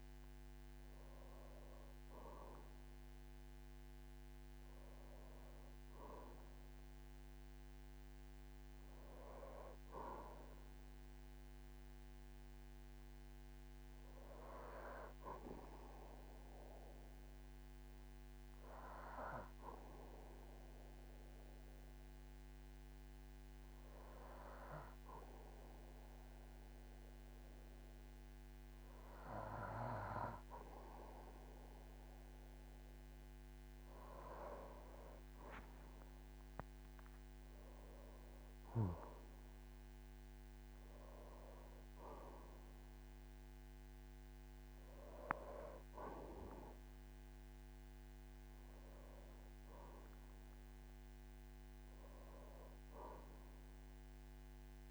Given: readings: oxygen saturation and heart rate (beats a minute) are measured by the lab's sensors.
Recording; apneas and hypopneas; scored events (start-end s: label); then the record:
breathing in sleep by a microphone on the trachea; 1
0.00-1.00 s: arousal
16.00-31.00 s: hypopnea (oxygen 99% before, 93% lowest, heart rate 70 before, 50 extreme)
35.00-39.00 s: arousal
35.50-41.50 s: tachycardia (device-marked, heart rate 58 before, 146 extreme)
36.00-38.00 s: long interval between heartbeats (device-marked, heart rate 51 before, 60 extreme)
38.50-40.50 s: long interval between heartbeats (device-marked, heart rate 55 before, 121 extreme)
38.50-54.91 s: oxygen desaturation (device-marked, oxygen 98% before, 94% lowest, heart rate 55 before, 48 extreme)
40.50-42.50 s: long interval between heartbeats (device-marked, heart rate 63 before, 146 extreme)
42.50-44.50 s: long interval between heartbeats (device-marked, heart rate 73 before, 120 extreme)
46.50-52.50 s: tachycardia (device-marked, heart rate 59 before, 140 extreme)
48.50-50.50 s: long interval between heartbeats (device-marked, heart rate 89 before, 93 extreme)
51.50-53.50 s: long interval between heartbeats (device-marked, heart rate 98 before, 139 extreme)
From the record:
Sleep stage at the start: N2 (light sleep); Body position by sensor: on the back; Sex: male